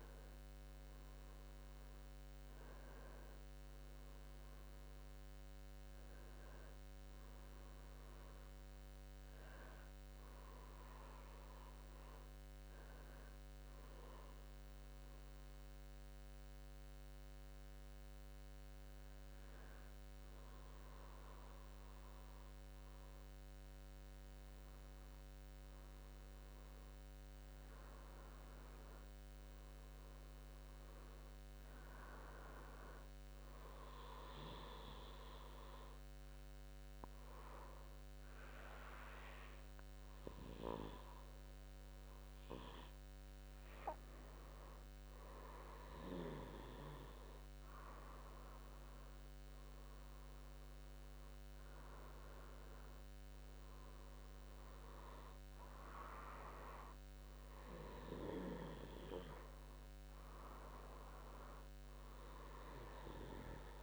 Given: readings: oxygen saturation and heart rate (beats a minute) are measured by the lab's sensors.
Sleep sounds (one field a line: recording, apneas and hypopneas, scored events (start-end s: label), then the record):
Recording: breathing in sleep by a microphone on the trachea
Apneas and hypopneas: 2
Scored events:
0.00-3.00 s: drop in pulse transit time (device-marked, heart rate 67 extreme)
0.00-6.00 s: oxygen desaturation (device-marked, oxygen 88% lowest, heart rate 58 extreme)
9.00-12.00 s: arousal
14.50-25.00 s: hypopnea (oxygen 98% before, 91% lowest, heart rate 70 before, 61 extreme, up 11 after)
22.00-41.00 s: oxygen desaturation (device-marked, oxygen 98% before, 92% lowest, heart rate 64 before, 54 extreme)
27.00-29.50 s: arousal
33.50-44.50 s: hypopnea (oxygen 98% before, 90% lowest, heart rate 63 before, 54 extreme, up 2 after)
47.00-49.50 s: arousal
49.00-55.00 s: oxygen desaturation (device-marked, oxygen 95% before, 92% lowest, heart rate 68 before, 54 extreme)
From the record:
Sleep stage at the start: N2 (light sleep)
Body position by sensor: on the back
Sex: male